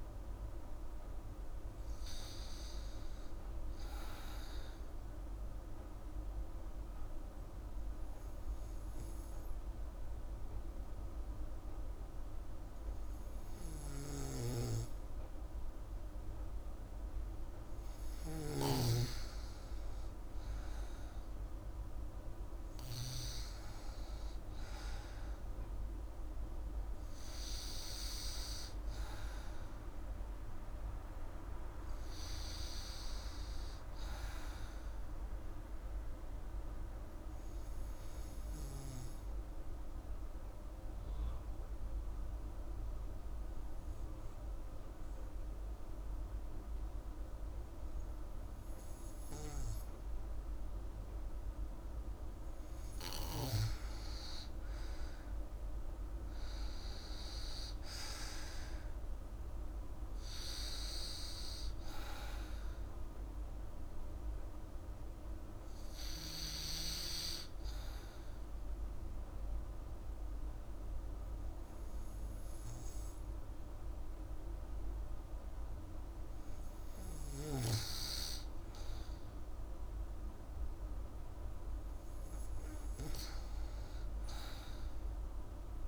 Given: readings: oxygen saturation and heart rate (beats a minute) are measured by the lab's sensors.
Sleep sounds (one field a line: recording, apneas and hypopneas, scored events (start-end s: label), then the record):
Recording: breathing in sleep by a room microphone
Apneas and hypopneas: 3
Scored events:
0.00-11.50 s: oxygen desaturation (device-marked, oxygen 94% lowest, heart rate 60 extreme)
6.00-18.00 s: obstructive apnea (oxygen 98% before, 90% lowest, heart rate 82 before, 60 extreme)
20.50-23.50 s: arousal
29.50-47.50 s: oxygen desaturation (device-marked, oxygen 98% before, 93% lowest, heart rate 80 before, 48 extreme)
35.00-52.00 s: obstructive apnea (oxygen 99% before, 90% lowest, heart rate 69 before, 48 extreme, up 11 after)
56.00-59.50 s: arousal
65.00-76.00 s: hypopnea (oxygen 98% before, 90% lowest, heart rate 77 before, 57 extreme, up 34 after)
69.50-84.50 s: oxygen desaturation (device-marked, oxygen 98% before, 90% lowest, heart rate 71 before, 50 extreme)
79.50-83.00 s: arousal
From the record:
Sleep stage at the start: N2 (light sleep)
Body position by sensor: on the back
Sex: female